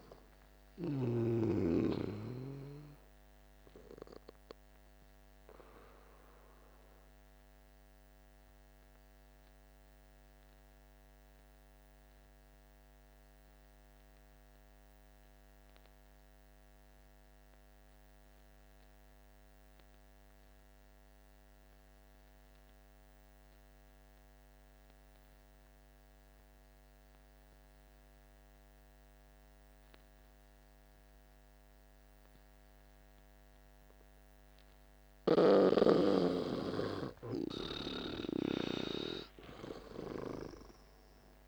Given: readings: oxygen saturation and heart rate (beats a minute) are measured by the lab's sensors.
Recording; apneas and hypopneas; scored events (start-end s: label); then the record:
breathing in sleep by a microphone on the trachea; 1
0.00-14.00 s: oxygen desaturation (device-marked, oxygen 86% lowest, heart rate 49 extreme)
5.00-33.00 s: obstructive apnea (oxygen 98% before, 86% lowest, heart rate 58 before, 48 extreme, up 5 after)
33.00-41.48 s: oxygen desaturation (device-marked, oxygen 98% before, 87% lowest, heart rate 51 before, 48 extreme)
34.50-38.50 s: arousal
From the record:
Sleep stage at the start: N2 (light sleep); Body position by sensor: on the back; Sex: male